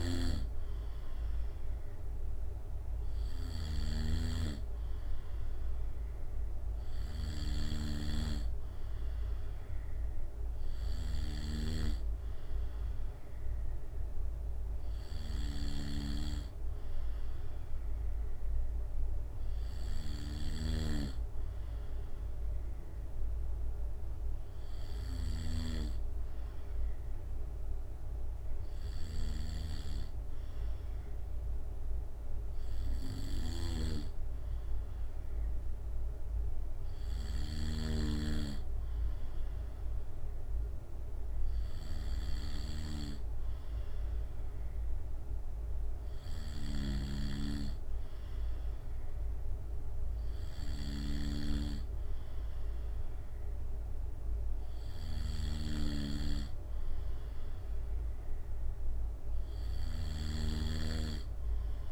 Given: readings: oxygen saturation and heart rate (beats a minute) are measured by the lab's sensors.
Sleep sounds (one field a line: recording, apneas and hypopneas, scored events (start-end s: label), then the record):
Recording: breathing in sleep by a room microphone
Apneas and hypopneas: none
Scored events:
0.00-4.50 s: snoring (device-marked)
47.00-51.50 s: snoring (device-marked)
59.00-61.92 s: arousal
60.50-61.92 s: snoring (device-marked)
From the record:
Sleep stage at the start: N2 (light sleep)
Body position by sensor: on the back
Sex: male